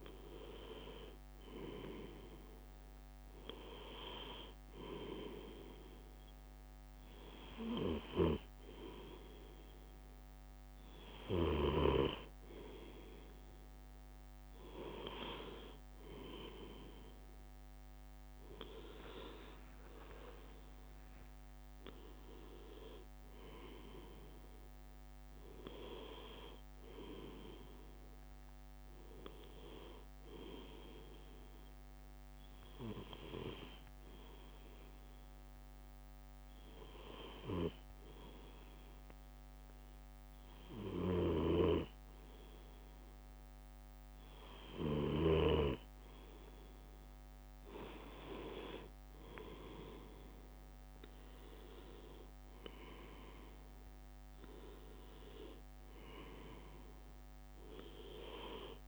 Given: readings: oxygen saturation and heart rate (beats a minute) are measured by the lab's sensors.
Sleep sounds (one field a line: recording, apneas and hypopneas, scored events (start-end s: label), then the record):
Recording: breathing in sleep by a microphone on the trachea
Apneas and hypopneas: 1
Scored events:
0.00-10.00 s: drop in pulse transit time (device-marked, heart rate 58 extreme)
19.00-24.00 s: arousal
32.50-43.50 s: hypopnea (oxygen 96% before, 94% lowest, heart rate 62 before, 57 extreme, up 7 after)
49.00-53.50 s: arousal
From the record:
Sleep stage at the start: N2 (light sleep)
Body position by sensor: on the left side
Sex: male